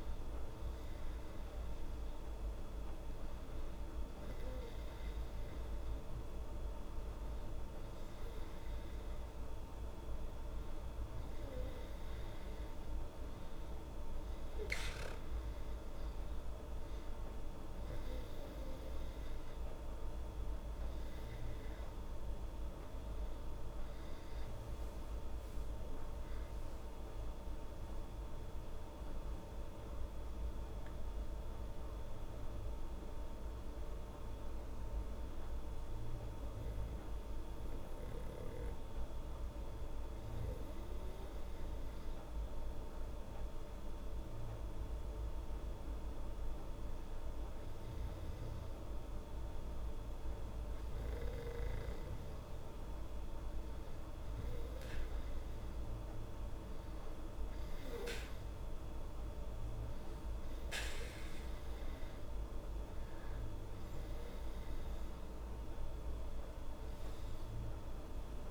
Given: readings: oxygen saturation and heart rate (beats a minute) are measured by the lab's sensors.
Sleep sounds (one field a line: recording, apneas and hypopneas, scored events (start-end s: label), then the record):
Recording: breathing in sleep, hard to hear, by a room microphone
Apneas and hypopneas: 1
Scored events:
25.00-30.00 s: arousal
38.50-52.00 s: hypopnea (oxygen 97% before, 95% lowest, heart rate 78 before, 74 extreme, up 12 after)
57.00-62.50 s: arousal
From the record:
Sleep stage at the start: N2 (light sleep)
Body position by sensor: on the back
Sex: female